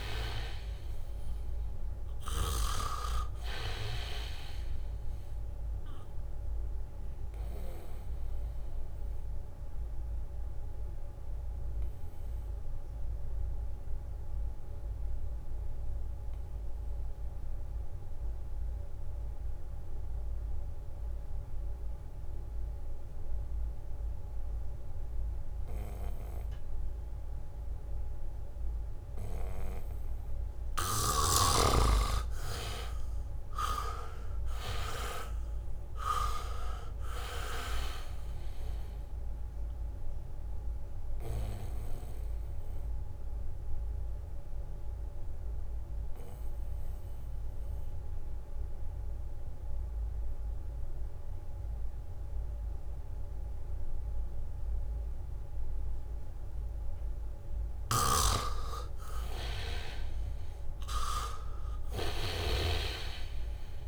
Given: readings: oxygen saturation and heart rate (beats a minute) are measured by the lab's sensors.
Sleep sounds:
breathing in sleep by a room microphone; 2
1.00-20.00 s: oxygen desaturation (device-marked, oxygen 98% before, 85% lowest, heart rate 75 before, 70 extreme)
8.00-30.00 s: obstructive apnea (oxygen 98% before, 80% lowest, heart rate 76 before, 70 extreme)
26.00-56.00 s: oxygen desaturation (device-marked, oxygen 99% before, 80% lowest, heart rate 77 before, 70 extreme)
33.00-36.50 s: arousal
39.50-57.50 s: obstructive apnea (oxygen 99% before, 80% lowest, heart rate 74 before, 74 extreme, up 3 after)
58.50-63.00 s: snoring (device-marked)
59.50-63.50 s: arousal
61.00-63.88 s: oxygen desaturation (device-marked, oxygen 98% before, 85% lowest, heart rate 77 before, 69 extreme)
From the record:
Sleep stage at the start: N2 (light sleep); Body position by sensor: on the back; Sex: male

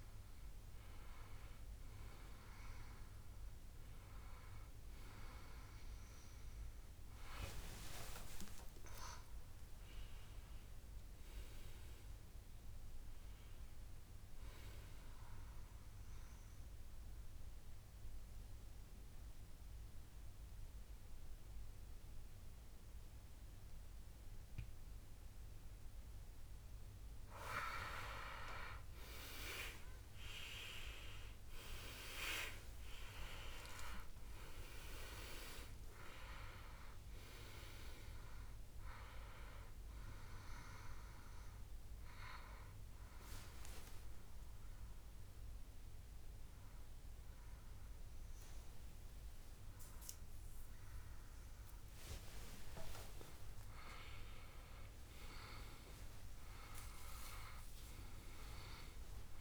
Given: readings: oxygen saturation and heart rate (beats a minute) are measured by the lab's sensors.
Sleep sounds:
breathing in sleep by a room microphone; 2
0.00-1.00 s: oxygen desaturation (device-marked, oxygen 94% lowest, heart rate 62 extreme)
7.50-11.50 s: arousal
15.50-27.00 s: obstructive apnea (oxygen 98% before, 94% lowest, heart rate 76 before, 62 extreme, up 15 after)
29.50-33.50 s: arousal
33.00-51.00 s: oxygen desaturation (device-marked, oxygen 97% before, 94% lowest, heart rate 68 before, 63 extreme)
41.50-52.50 s: hypopnea (oxygen 98% before, 94% lowest, heart rate 71 before, 63 extreme, up 5 after)
From the record:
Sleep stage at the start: N2 (light sleep); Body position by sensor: on the back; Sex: male

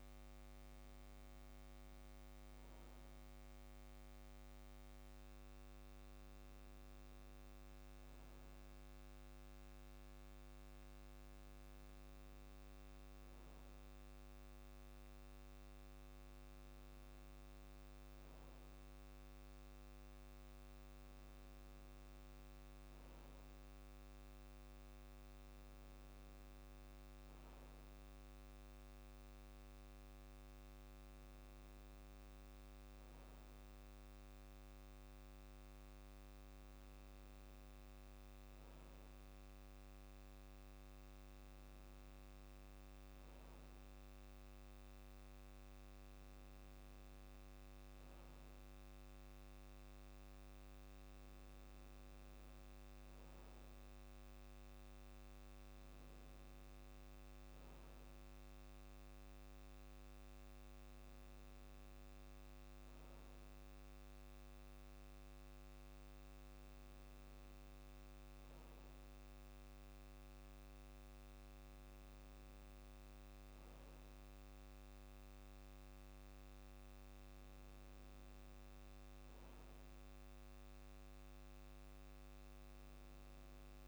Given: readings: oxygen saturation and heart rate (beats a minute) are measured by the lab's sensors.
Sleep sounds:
breathing in sleep, hard to hear, by a microphone on the trachea; none
none scored
From the record:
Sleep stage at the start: N2 (light sleep); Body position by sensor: on the back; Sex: male

